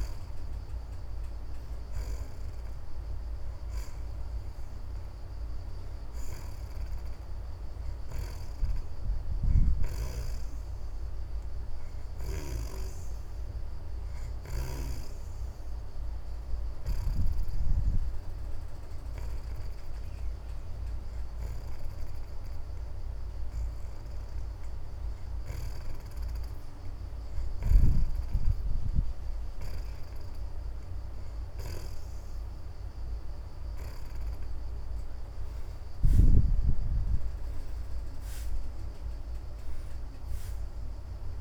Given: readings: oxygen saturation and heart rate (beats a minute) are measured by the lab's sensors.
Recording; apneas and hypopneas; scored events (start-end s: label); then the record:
breathing in sleep by a room microphone; 1
0.00-21.50 s: oxygen desaturation (device-marked, oxygen 70% lowest)
3.00-8.50 s: arousal
14.50-31.50 s: hypopnea (oxygen 85% before, 63% lowest)
35.50-39.00 s: arousal
From the record:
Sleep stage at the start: N2 (light sleep); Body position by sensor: on the back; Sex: female